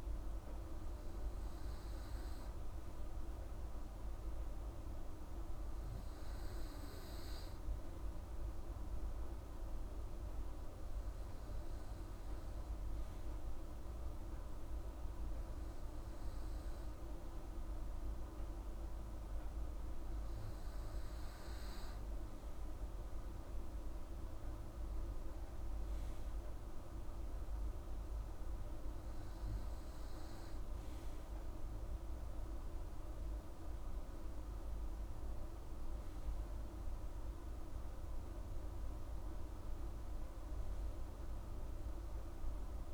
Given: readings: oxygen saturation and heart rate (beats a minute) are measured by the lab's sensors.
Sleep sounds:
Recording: breathing in sleep, hard to hear, by a room microphone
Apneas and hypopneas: none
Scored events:
none scored
From the record:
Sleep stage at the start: N2 (light sleep)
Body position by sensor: on the right side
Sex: female

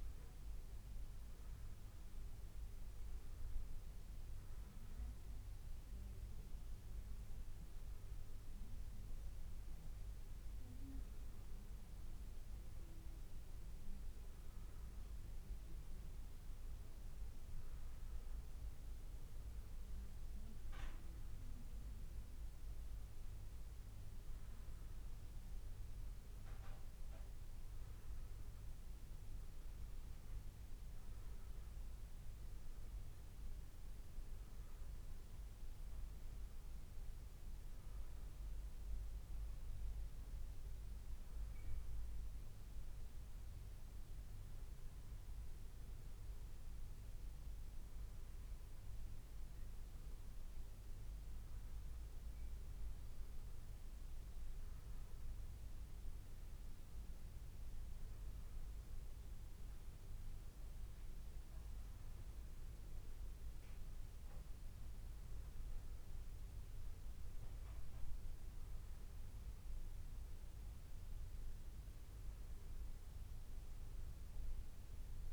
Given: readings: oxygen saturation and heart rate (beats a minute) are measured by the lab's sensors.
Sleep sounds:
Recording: breathing in sleep, hard to hear, by a room microphone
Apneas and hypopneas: none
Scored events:
54.00-75.33 s: new sleep stage, N2 (light sleep)
From the record:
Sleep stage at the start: N1 (lightest sleep)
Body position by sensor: on the back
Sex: male

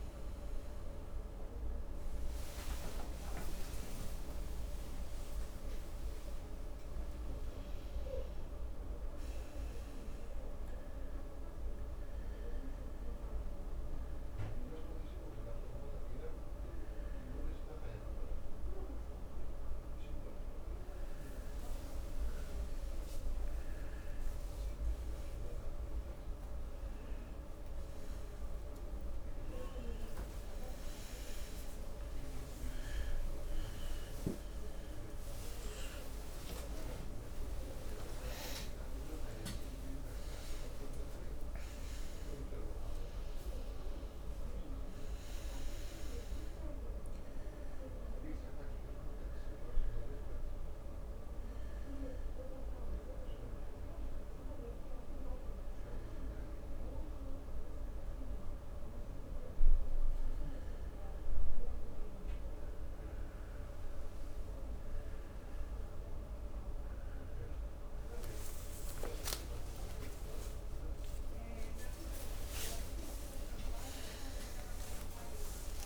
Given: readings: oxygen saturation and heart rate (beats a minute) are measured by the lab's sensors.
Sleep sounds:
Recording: a person awake in a sleep study, hard to hear, by a room microphone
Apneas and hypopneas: none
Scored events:
36.00-42.00 s: oxygen desaturation (device-marked, oxygen 97% before, 94% lowest, heart rate 70 before, 65 extreme)
48.00-75.86 s: new sleep stage, N1 (lightest sleep)
69.00-75.00 s: arousal
From the record:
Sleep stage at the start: awake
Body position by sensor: on the right side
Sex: male

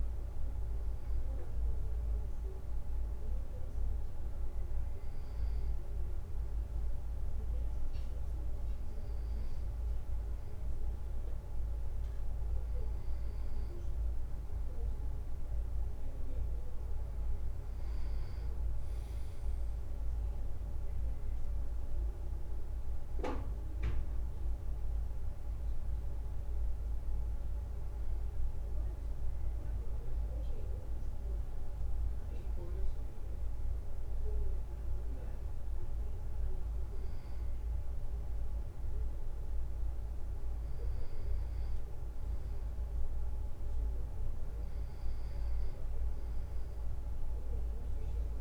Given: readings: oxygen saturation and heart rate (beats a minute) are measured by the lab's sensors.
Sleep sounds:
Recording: breathing in sleep, hard to hear, by a room microphone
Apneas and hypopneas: none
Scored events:
none scored
From the record:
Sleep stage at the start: N2 (light sleep)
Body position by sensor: on the back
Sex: male

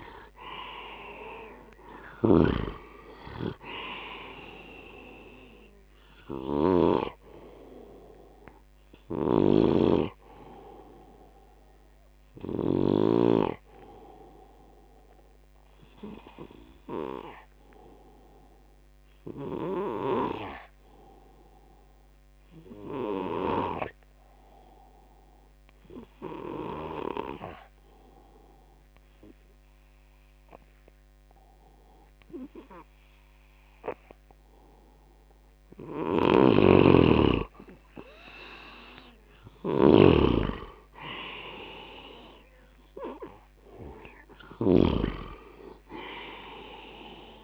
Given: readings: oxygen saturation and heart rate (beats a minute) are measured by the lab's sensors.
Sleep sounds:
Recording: breathing in sleep by a microphone on the trachea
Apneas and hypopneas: 1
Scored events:
0.00-22.50 s: oxygen desaturation (device-marked, oxygen 91% lowest, heart rate 56 extreme)
2.00-7.00 s: snoring (device-marked)
9.00-13.00 s: snoring (device-marked)
15.00-35.00 s: obstructive apnea (oxygen 96% before, 87% lowest, heart rate 79 before, 56 extreme, up 16 after)
36.00-47.44 s: snoring (device-marked)
37.00-39.50 s: arousal
37.50-47.44 s: oxygen desaturation (device-marked, oxygen 98% before, 87% lowest, heart rate 71 before, 59 extreme)
From the record:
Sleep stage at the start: N2 (light sleep)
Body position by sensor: on the left side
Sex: male

